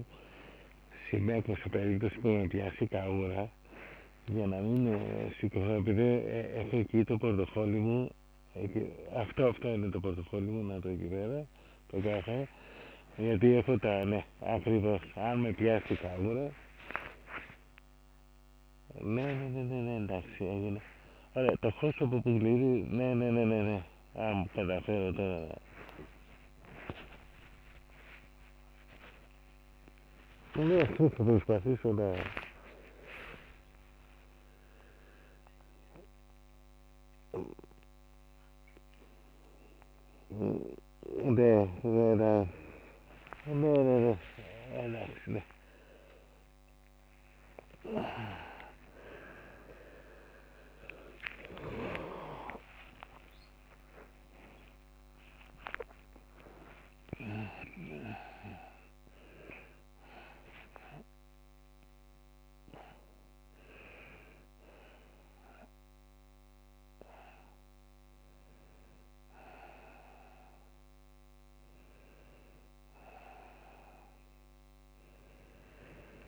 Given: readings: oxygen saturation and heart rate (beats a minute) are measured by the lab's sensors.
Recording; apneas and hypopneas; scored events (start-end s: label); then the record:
a person awake in a sleep study, by a microphone on the trachea; none
14.50-19.50 s: snoring (device-marked)
21.50-31.00 s: snoring (device-marked)
From the record:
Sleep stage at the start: awake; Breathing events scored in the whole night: 246 in 4.0 hours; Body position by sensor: on the back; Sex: male